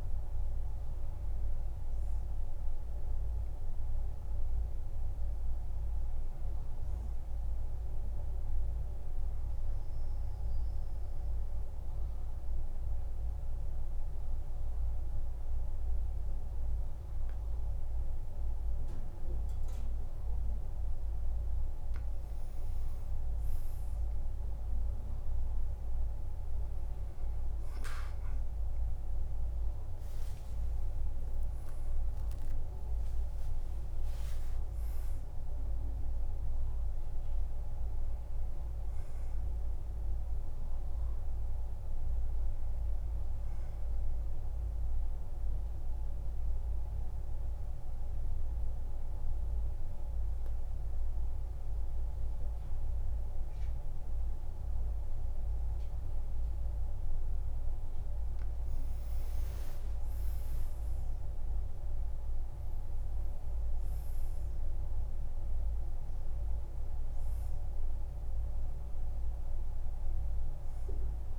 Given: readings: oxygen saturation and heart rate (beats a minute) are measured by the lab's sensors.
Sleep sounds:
breathing in sleep, hard to hear, by a room microphone; 2
0.00-9.50 s: oxygen desaturation (device-marked, oxygen 89% lowest, heart rate 50 extreme)
8.00-21.50 s: central apnea (oxygen 99% before, 91% lowest, heart rate 65 before, 50 extreme, up 9 after)
24.00-28.00 s: arousal
29.50-43.50 s: oxygen desaturation (device-marked, oxygen 99% before, 94% lowest, heart rate 54 before, 53 extreme)
45.50-58.00 s: mixed apnea (oxygen 99% before, 92% lowest, heart rate 59 before, 49 extreme, up 12 after)
60.50-63.50 s: arousal
67.50-71.39 s: oxygen desaturation (device-marked, oxygen 98% before, 94% lowest, heart rate 57 before, 49 extreme)
From the record:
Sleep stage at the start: N2 (light sleep); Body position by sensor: on the back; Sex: male

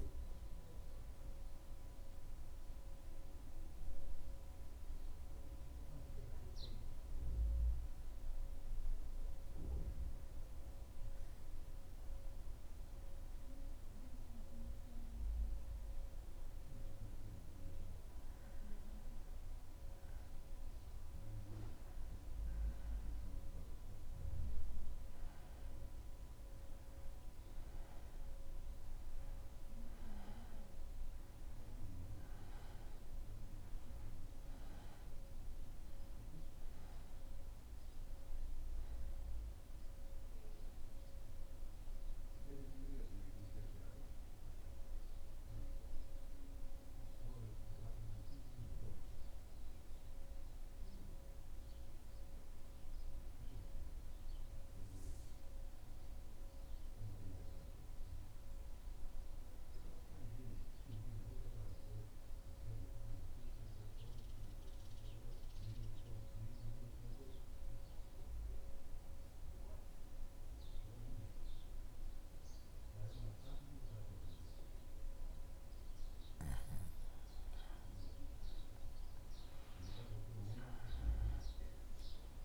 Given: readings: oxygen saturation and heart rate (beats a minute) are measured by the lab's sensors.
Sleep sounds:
breathing in sleep, hard to hear, by a room microphone; 2
0.50-18.00 s: mixed apnea (oxygen 98% before, 94% lowest, heart rate 77 before, 74 extreme, up 2 after)
20.50-24.50 s: arousal
42.50-77.00 s: mixed apnea (oxygen 99% before, 90% lowest, heart rate 77 before, 74 extreme, up 2 after)
69.50-82.45 s: oxygen desaturation (device-marked, oxygen 96% before, 91% lowest, heart rate 76 before, 75 extreme)
From the record:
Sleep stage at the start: N2 (light sleep); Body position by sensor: on the back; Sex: male

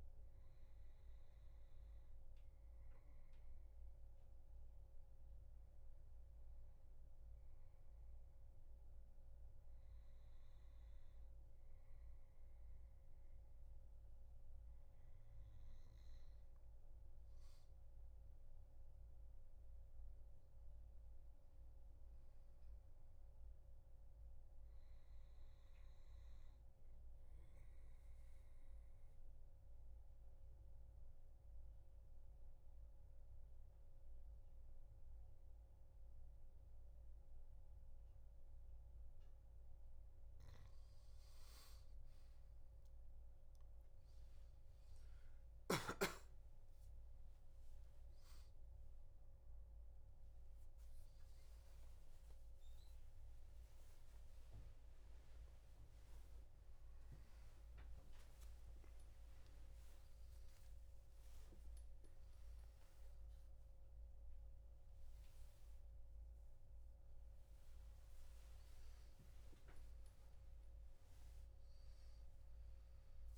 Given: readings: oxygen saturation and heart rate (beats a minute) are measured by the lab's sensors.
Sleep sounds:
breathing in sleep, hard to hear, by a room microphone; 1
28.00-40.50 s: obstructive apnea (oxygen 97% before, 92% lowest, heart rate 79 before, 80 extreme, up 11 after)
45.50-59.50 s: oxygen desaturation (device-marked, oxygen 96% before, 92% lowest, heart rate 81 before, 83 extreme)
56.50-73.38 s: new sleep stage, awake
57.50-61.50 s: tachycardia (device-marked, heart rate 82 before, 104 extreme)
58.50-60.50 s: long interval between heartbeats (device-marked, heart rate 86 before, 99 extreme)
From the record:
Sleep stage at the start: N2 (light sleep); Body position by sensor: on the back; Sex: male

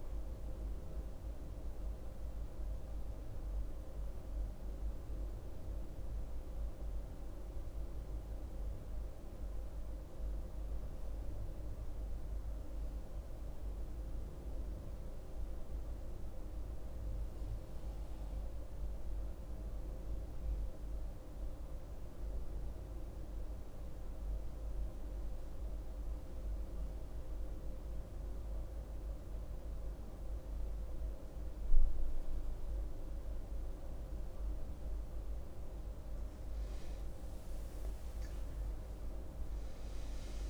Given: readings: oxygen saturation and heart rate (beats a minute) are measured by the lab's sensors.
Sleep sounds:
breathing in sleep, hard to hear, by a room microphone; 1
0.00-4.00 s: arousal
7.50-35.00 s: mixed apnea (oxygen 96% before, 94% lowest, heart rate 75 before, 61 extreme, up 11 after)
34.00-40.50 s: oxygen desaturation (device-marked, oxygen 99% before, 94% lowest, heart rate 64 before, 60 extreme)
36.00-40.50 s: arousal
From the record:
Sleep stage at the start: N2 (light sleep); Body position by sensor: on the right side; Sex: female

